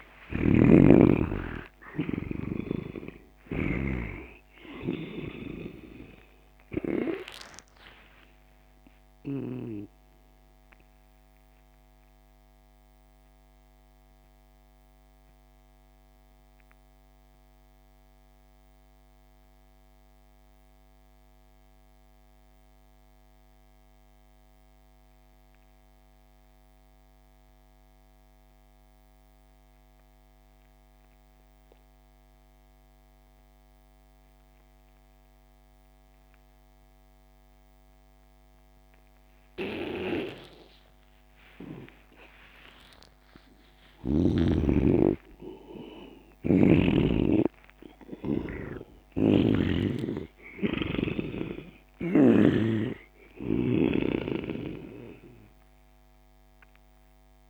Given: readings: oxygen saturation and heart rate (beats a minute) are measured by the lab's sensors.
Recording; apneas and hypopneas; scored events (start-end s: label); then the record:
breathing in sleep by a microphone on the trachea; 1
0.00-3.00 s: arousal
0.00-22.50 s: oxygen desaturation (device-marked, oxygen 76% lowest)
9.00-42.00 s: mixed apnea (oxygen 98% before, 76% lowest)
37.50-57.50 s: oxygen desaturation (device-marked, oxygen 98% before, 79% lowest)
43.00-46.50 s: arousal
48.50-52.00 s: snoring (device-marked)
From the record:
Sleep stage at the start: N2 (light sleep); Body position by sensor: on the back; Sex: male